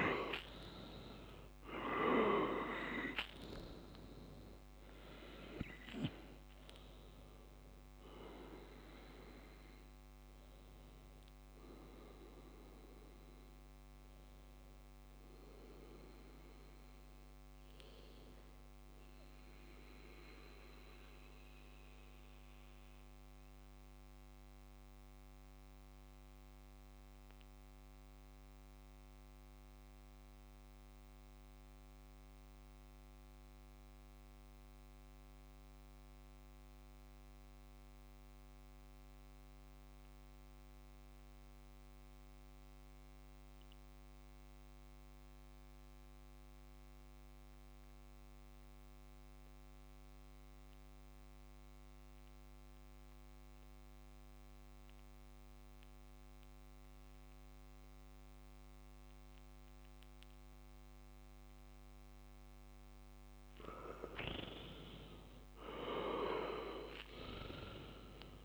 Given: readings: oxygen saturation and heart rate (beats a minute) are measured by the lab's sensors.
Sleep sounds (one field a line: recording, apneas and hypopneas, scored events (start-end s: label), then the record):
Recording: breathing in sleep by a microphone on the trachea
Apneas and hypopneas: 1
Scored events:
0.00-4.00 s: arousal
20.00-62.00 s: mixed apnea (oxygen 96% before, 92% lowest, heart rate 68 before, 54 extreme, up 12 after)
22.50-28.50 s: oxygen desaturation (device-marked, oxygen 96% before, 92% lowest, heart rate 67 before, 57 extreme)
64.50-68.45 s: arousal
From the record:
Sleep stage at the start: REM sleep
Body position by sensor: on the back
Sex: male